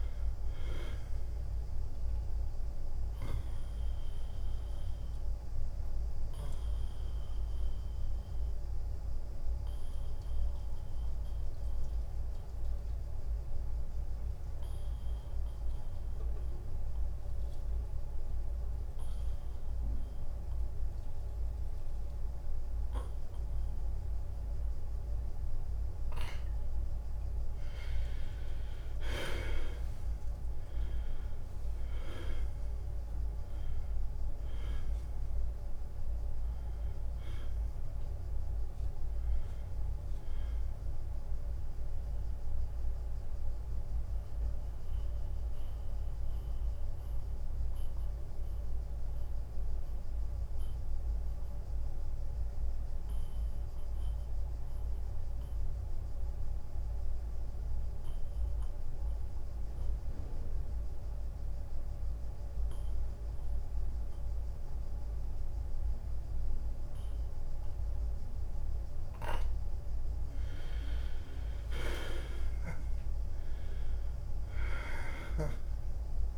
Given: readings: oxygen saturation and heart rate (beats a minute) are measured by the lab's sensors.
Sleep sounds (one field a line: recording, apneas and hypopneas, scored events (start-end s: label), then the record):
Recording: breathing in sleep, hard to hear, by a room microphone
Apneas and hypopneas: 2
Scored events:
0.00-9.50 s: drop in pulse transit time (device-marked, heart rate 84 extreme)
4.50-26.00 s: obstructive apnea (oxygen 98% before, 88% lowest, heart rate 87 before, 83 extreme, up 6 after)
19.50-24.50 s: oxygen desaturation (device-marked, oxygen 96% before, 91% lowest, heart rate 88 before, 83 extreme)
28.50-43.50 s: drop in pulse transit time (device-marked, heart rate 86 before, 86 extreme)
29.00-34.50 s: arousal
42.00-70.50 s: mixed apnea (oxygen 96% before, 87% lowest, heart rate 86 before, 83 extreme, up 5 after)
53.50-60.50 s: oxygen desaturation (device-marked, oxygen 95% before, 88% lowest, heart rate 87 before, 83 extreme)
72.50-76.38 s: arousal
72.50-76.38 s: drop in pulse transit time (device-marked, heart rate 85 before, 86 extreme)
From the record:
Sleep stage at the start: N2 (light sleep)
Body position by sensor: on the back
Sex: male